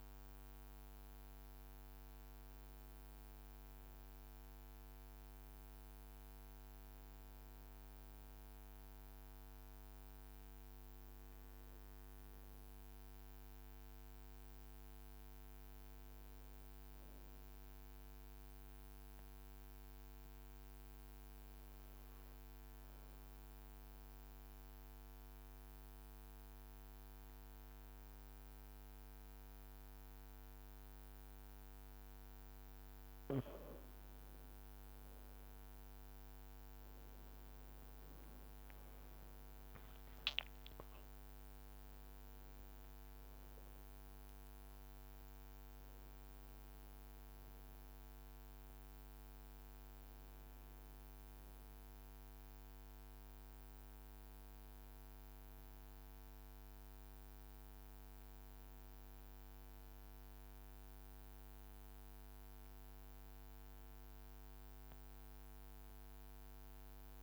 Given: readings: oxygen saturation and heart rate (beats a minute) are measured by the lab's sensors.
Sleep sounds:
breathing in sleep, hard to hear, by a microphone on the trachea; 1
11.00-15.00 s: arousal
17.50-32.00 s: obstructive apnea (oxygen 99% before, 92% lowest, heart rate 54 before, 53 extreme, up 3 after)
27.00-56.00 s: oxygen desaturation (device-marked, oxygen 97% before, 93% lowest, heart rate 54 before, 51 extreme)
34.00-38.00 s: arousal
39.00-40.50 s: leg movement (device-marked)
62.50-66.50 s: arousal
From the record:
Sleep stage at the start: N2 (light sleep); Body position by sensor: on the back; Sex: male

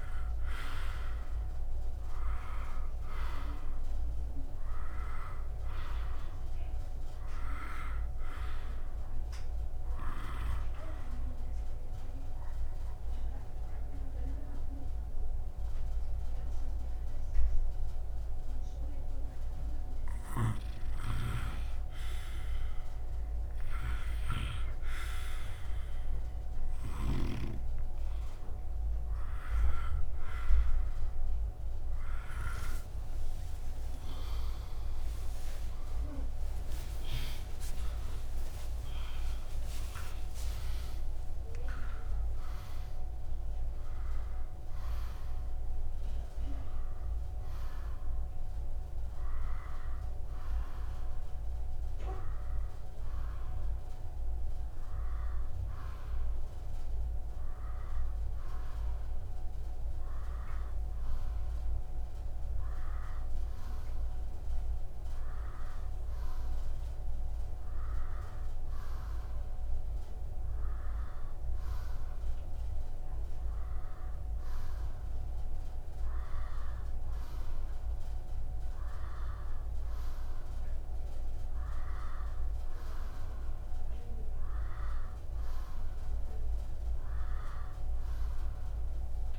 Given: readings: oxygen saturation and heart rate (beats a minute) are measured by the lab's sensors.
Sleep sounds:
breathing in sleep by a room microphone; 1
3.00-21.00 s: oxygen desaturation (device-marked, oxygen 97% before, 85% lowest, heart rate 65 before, 65 extreme)
11.00-22.00 s: obstructive apnea (oxygen 97% before, 85% lowest, heart rate 65 before, 65 extreme, up 2 after)
32.50-34.50 s: long interval between heartbeats (device-marked, heart rate 68 before, 71 extreme)
33.00-45.00 s: oxygen desaturation (device-marked, oxygen 99% before, 93% lowest, heart rate 68 before, 66 extreme)
34.50-40.50 s: arousal
36.50-38.50 s: long interval between heartbeats (device-marked, heart rate 69 before, 105 extreme)
39.50-41.50 s: long interval between heartbeats (device-marked, heart rate 75 before, 106 extreme)
From the record:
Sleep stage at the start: N2 (light sleep); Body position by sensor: on the right side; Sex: male

